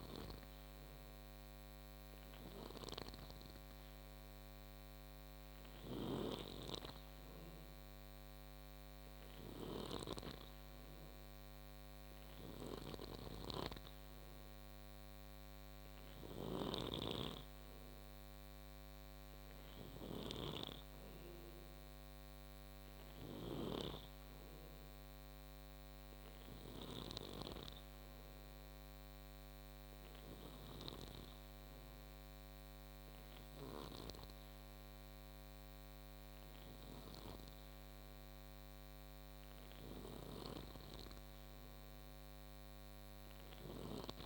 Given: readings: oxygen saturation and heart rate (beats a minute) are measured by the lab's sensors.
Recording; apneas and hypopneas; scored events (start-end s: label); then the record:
breathing in sleep by a microphone on the trachea; none
0.00-26.50 s: snoring (device-marked)
39.50-44.00 s: snoring (device-marked)
From the record:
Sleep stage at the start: N2 (light sleep); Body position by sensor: on the back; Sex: male